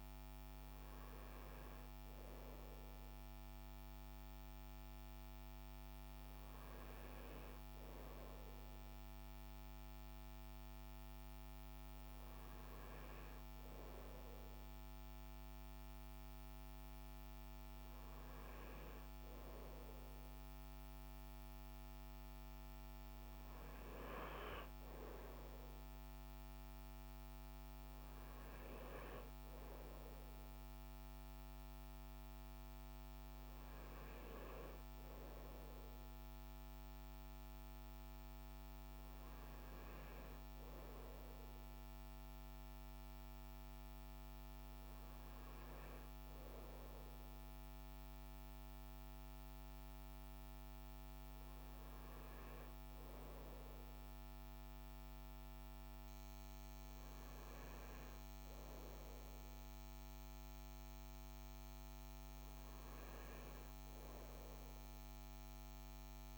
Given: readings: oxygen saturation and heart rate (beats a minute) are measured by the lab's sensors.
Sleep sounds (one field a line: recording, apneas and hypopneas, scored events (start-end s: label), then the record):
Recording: breathing in sleep, hard to hear, by a microphone on the trachea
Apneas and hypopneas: none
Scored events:
none scored
From the record:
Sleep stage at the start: N2 (light sleep)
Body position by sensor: on the front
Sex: male